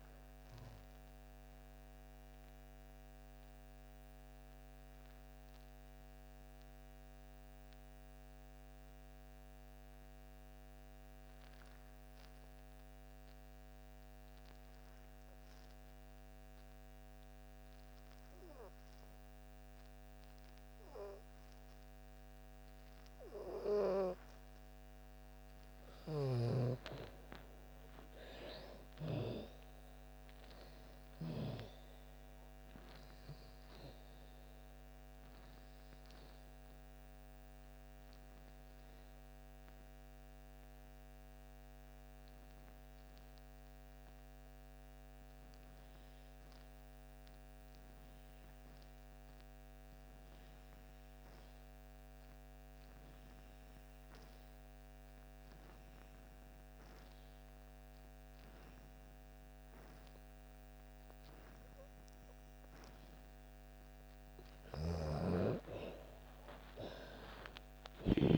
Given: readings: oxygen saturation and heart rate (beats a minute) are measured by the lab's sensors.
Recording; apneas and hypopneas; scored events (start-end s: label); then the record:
breathing in sleep by a microphone on the trachea; 2
0.00-19.00 s: oxygen desaturation (device-marked, oxygen 78% lowest)
0.50-24.50 s: obstructive apnea (oxygen 98% before, 78% lowest)
21.00-49.00 s: oxygen desaturation (device-marked, oxygen 99% before, 84% lowest)
27.00-31.00 s: arousal
34.50-63.00 s: obstructive apnea (oxygen 99% before, 78% lowest)
55.00-68.38 s: oxygen desaturation (device-marked, oxygen 97% before, 78% lowest)
64.00-68.00 s: snoring (device-marked)
67.00-68.38 s: new sleep stage, N1 (lightest sleep)
From the record:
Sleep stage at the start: N2 (light sleep); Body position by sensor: on the back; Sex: female